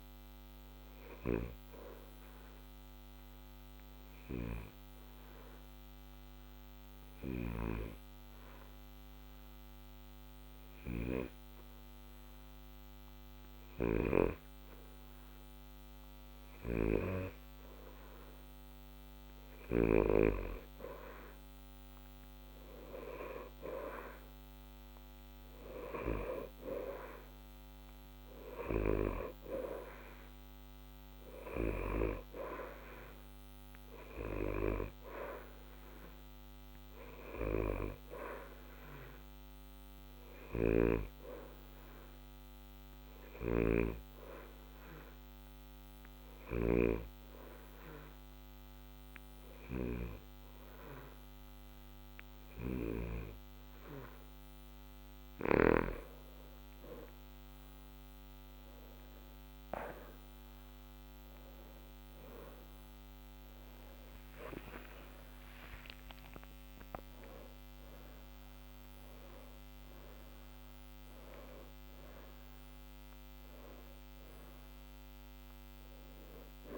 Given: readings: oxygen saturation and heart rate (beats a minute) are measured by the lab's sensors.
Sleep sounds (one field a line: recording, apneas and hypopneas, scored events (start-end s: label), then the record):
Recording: breathing in sleep by a microphone on the trachea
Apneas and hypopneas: 2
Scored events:
0.00-9.50 s: oxygen desaturation (device-marked, oxygen 86% lowest, heart rate 60 extreme)
0.50-19.00 s: obstructive apnea (oxygen 91% before, 86% lowest, heart rate 61 before, 60 extreme, up 0 after)
21.00-25.00 s: arousal
27.50-51.50 s: oxygen desaturation (device-marked, oxygen 93% before, 88% lowest, heart rate 61 before, 60 extreme)
39.50-54.00 s: obstructive apnea (oxygen 93% before, 88% lowest, heart rate 61 before, 60 extreme, up 1 after)
62.50-66.50 s: arousal
From the record:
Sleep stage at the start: N2 (light sleep)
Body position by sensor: on the back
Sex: male